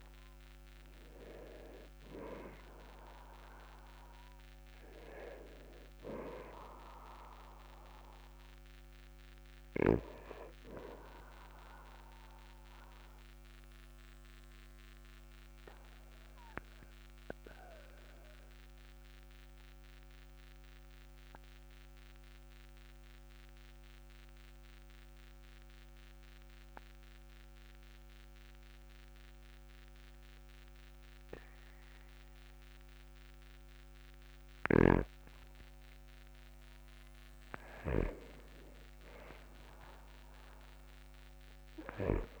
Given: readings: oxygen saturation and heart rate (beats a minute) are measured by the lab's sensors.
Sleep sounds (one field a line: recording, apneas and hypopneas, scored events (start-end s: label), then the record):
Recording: breathing in sleep by a microphone on the trachea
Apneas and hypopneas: 1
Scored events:
13.50-36.00 s: obstructive apnea (oxygen 99% before, 96% lowest, heart rate 52 before, 34 extreme, up 5 after)
40.00-42.40 s: arousal
From the record:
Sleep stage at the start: N2 (light sleep)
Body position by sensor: on the back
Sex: male